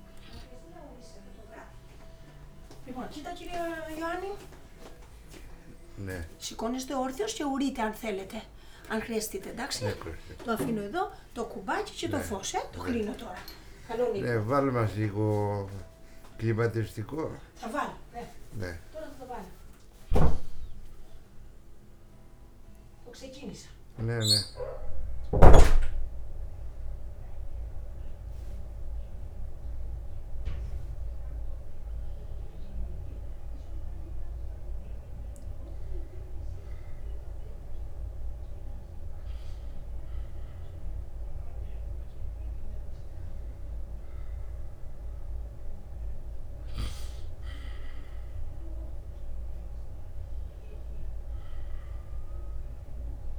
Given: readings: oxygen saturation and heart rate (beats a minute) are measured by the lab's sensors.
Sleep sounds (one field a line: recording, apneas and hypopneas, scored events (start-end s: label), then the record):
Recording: a person awake in a sleep study, by a room microphone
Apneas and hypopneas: none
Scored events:
12.50-14.50 s: long interval between heartbeats (device-marked, heart rate 45 before, 29 extreme)
17.00-19.00 s: long interval between heartbeats (device-marked, heart rate 47 before, 67 extreme)
30.50-32.50 s: long interval between heartbeats (device-marked, heart rate 58 before, 69 extreme)
49.00-51.00 s: long interval between heartbeats (device-marked, heart rate 67 before, 59 extreme)
From the record:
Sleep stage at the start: awake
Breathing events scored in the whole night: 239 in 3.9 hours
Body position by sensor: on the back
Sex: male